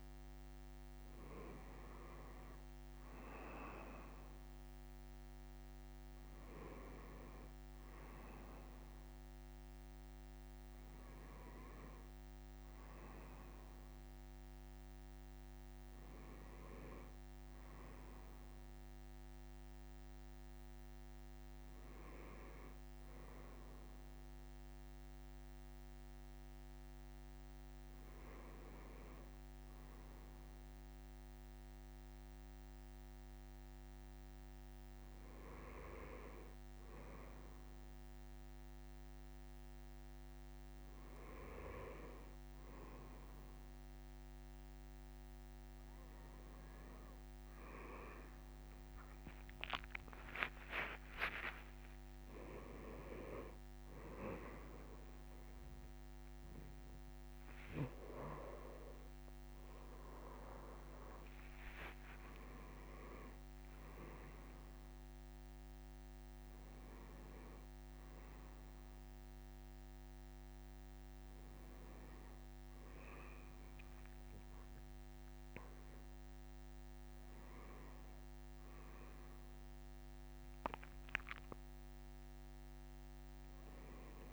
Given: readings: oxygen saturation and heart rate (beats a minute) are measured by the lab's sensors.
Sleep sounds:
breathing in sleep by a microphone on the trachea; none
49.50-53.50 s: leg movement (device-marked)
51.00-56.50 s: arousal
54.00-55.50 s: leg movement (device-marked)
61.00-65.50 s: leg movement (device-marked)
From the record:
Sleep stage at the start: N1 (lightest sleep); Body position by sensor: on the right side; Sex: male

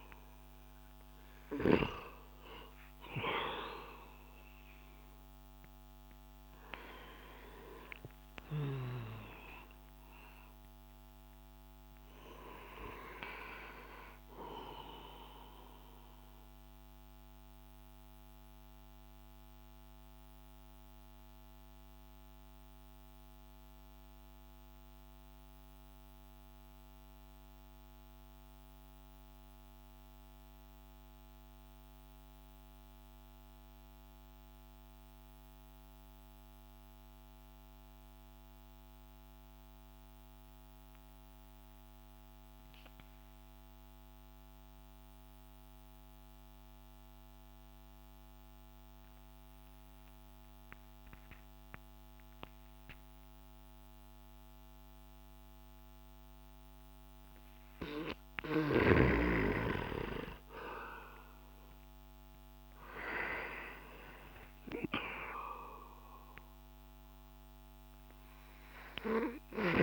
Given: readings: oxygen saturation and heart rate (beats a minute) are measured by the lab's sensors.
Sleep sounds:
breathing in sleep by a microphone on the trachea; 1
0.00-27.50 s: oxygen desaturation (device-marked, oxygen 89% lowest)
15.50-57.00 s: mixed apnea (oxygen 96% before, 89% lowest)
46.50-69.83 s: oxygen desaturation (device-marked, oxygen 98% before, 89% lowest)
59.50-64.00 s: arousal
From the record:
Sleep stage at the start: N2 (light sleep); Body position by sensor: on the back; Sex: male

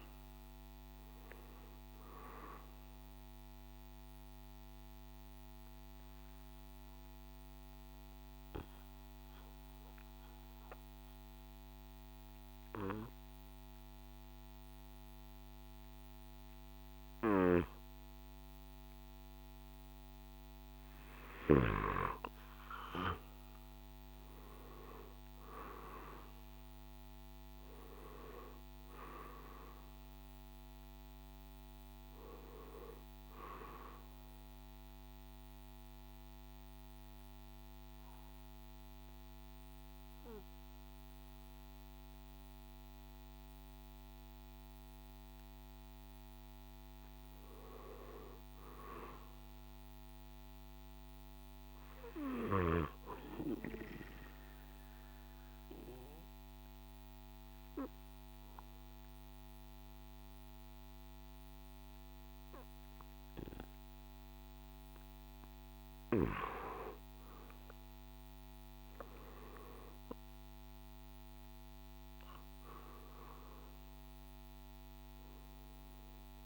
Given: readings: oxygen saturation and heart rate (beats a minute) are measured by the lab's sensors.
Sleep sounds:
breathing in sleep by a microphone on the trachea; 3
0.00-6.50 s: drop in pulse transit time (device-marked, heart rate 63 extreme)
0.00-20.50 s: oxygen desaturation (device-marked, oxygen 90% lowest, heart rate 58 extreme)
3.00-21.00 s: obstructive apnea (oxygen 96% before, 89% lowest, heart rate 62 before, 58 extreme, up 5 after)
24.00-28.00 s: arousal
26.50-36.50 s: drop in pulse transit time (device-marked, heart rate 61 before, 63 extreme)
30.50-52.50 s: oxygen desaturation (device-marked, oxygen 97% before, 89% lowest, heart rate 62 before, 59 extreme)
34.50-45.50 s: central apnea (oxygen 97% before, 89% lowest, heart rate 63 before, 59 extreme, up 4 after)
47.00-50.50 s: arousal
53.00-65.50 s: obstructive apnea (oxygen 97% before, 89% lowest, heart rate 62 before, 59 extreme, up 5 after)
65.50-72.50 s: oxygen desaturation (device-marked, oxygen 97% before, 93% lowest, heart rate 61 before, 60 extreme)
67.50-71.00 s: arousal
70.50-76.46 s: drop in pulse transit time (device-marked, heart rate 61 before, 63 extreme)
From the record:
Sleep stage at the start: N2 (light sleep); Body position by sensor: on the back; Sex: male

